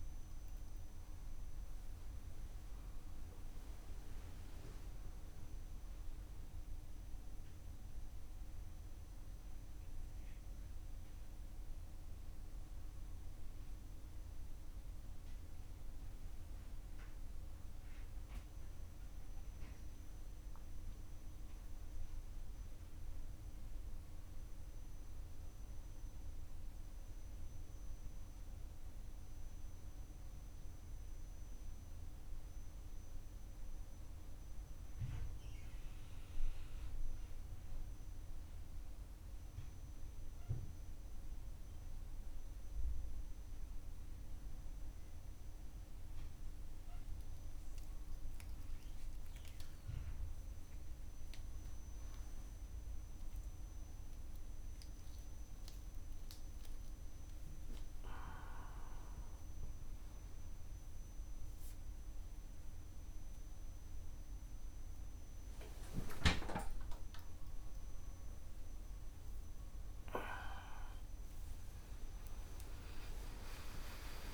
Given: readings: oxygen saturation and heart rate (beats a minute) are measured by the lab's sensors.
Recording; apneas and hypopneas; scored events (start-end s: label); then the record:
a person awake in a sleep study, by a room microphone; none
none scored
From the record:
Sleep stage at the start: awake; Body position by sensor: on the right side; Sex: male